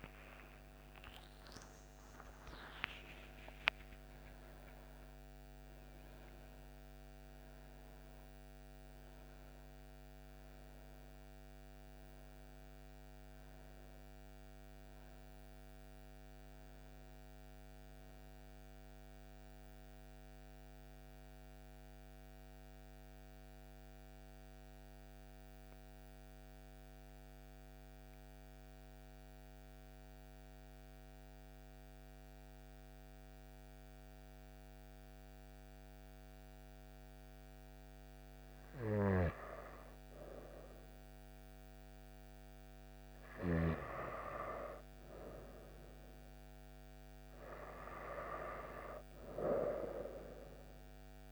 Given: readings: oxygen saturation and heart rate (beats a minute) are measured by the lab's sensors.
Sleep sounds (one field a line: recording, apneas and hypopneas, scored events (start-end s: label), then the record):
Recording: breathing in sleep by a microphone on the trachea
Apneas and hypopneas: 1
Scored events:
0.00-4.00 s: arousal
0.00-20.50 s: oxygen desaturation (device-marked, oxygen 92% lowest)
22.00-36.50 s: central apnea (oxygen 97% before, 91% lowest)
39.00-42.50 s: arousal
41.50-51.32 s: oxygen desaturation (device-marked, oxygen 97% before, 91% lowest)
From the record:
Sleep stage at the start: N2 (light sleep)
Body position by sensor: on the back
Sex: female